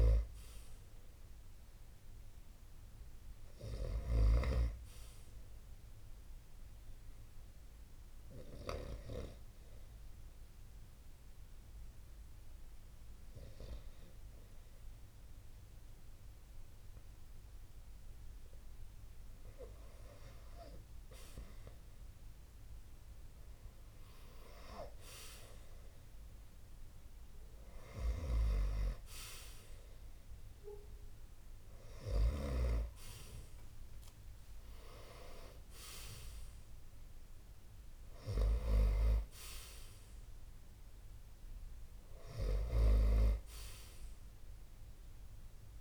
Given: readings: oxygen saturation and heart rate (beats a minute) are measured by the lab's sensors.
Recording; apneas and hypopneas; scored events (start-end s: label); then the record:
breathing in sleep by a room microphone; 1
0.00-4.00 s: arousal
0.00-4.00 s: snoring (device-marked)
6.00-19.50 s: hypopnea (oxygen 95% before, 85% lowest)
17.00-45.81 s: oxygen desaturation (device-marked, oxygen 94% before, 86% lowest)
21.50-24.50 s: arousal
From the record:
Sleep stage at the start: REM sleep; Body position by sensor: on the right side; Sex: male